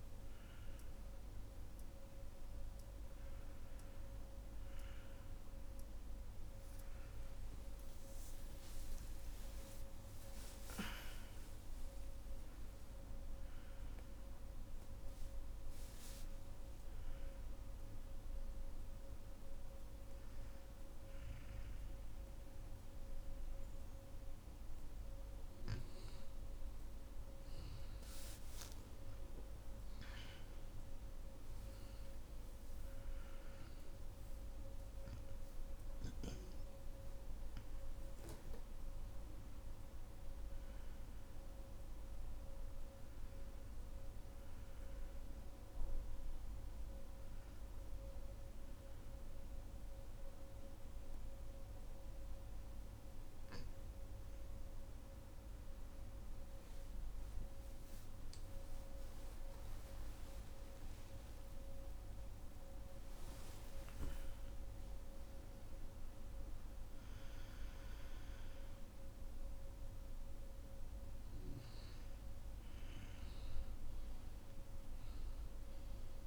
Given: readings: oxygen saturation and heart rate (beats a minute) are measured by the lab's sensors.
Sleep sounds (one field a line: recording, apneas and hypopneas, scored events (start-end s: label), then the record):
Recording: breathing in sleep, hard to hear, by a room microphone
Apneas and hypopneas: none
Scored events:
7.00-10.50 s: arousal
8.50-10.50 s: long interval between heartbeats (device-marked, heart rate 66 before, 79 extreme)
58.00-63.00 s: arousal
58.50-60.50 s: long interval between heartbeats (device-marked, heart rate 66 before, 73 extreme)
From the record:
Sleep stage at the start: N2 (light sleep)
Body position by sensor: on the back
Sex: female